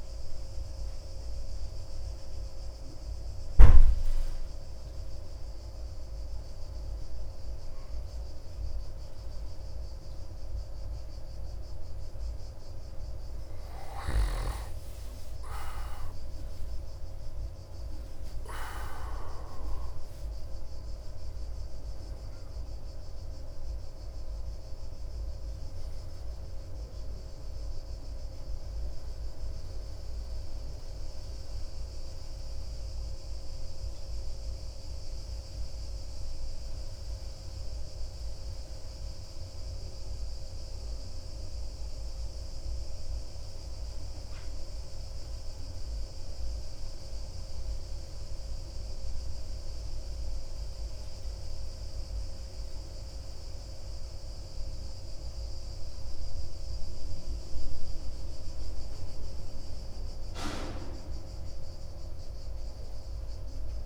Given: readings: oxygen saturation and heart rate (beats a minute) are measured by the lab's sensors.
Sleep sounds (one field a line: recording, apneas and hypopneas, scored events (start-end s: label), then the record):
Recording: a person awake in a sleep study, by a room microphone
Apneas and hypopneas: none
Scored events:
41.50-63.86 s: new sleep stage, N2 (light sleep)
From the record:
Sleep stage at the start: awake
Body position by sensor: on the back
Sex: male